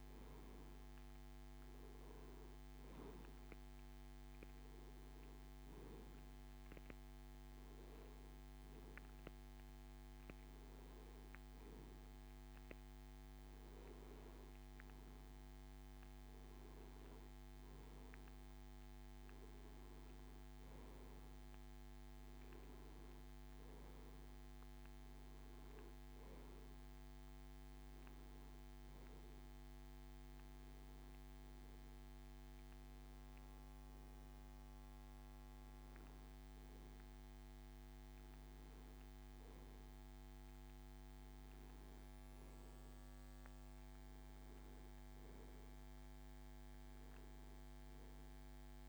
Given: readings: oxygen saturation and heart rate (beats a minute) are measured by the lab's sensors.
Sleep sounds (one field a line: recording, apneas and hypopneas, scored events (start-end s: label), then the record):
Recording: breathing in sleep, hard to hear, by a microphone on the trachea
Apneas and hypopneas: none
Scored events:
none scored
From the record:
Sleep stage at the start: N1 (lightest sleep)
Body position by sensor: on the back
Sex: male